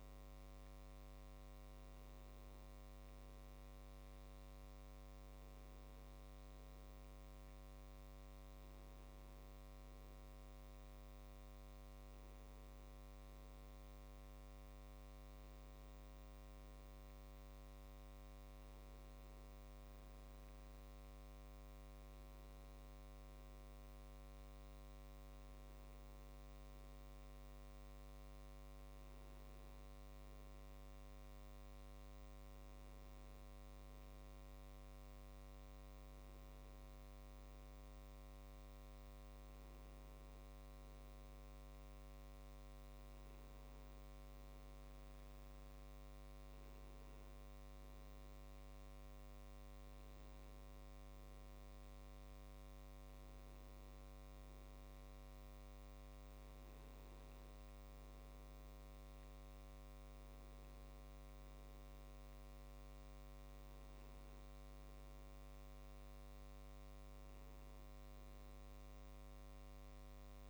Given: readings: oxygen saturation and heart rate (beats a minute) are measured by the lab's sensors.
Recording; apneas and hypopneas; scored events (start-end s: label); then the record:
breathing in sleep, hard to hear, by a microphone on the trachea; none
none scored
From the record:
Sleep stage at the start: N1 (lightest sleep); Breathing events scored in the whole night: 298 in 4.2 hours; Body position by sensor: on the back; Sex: male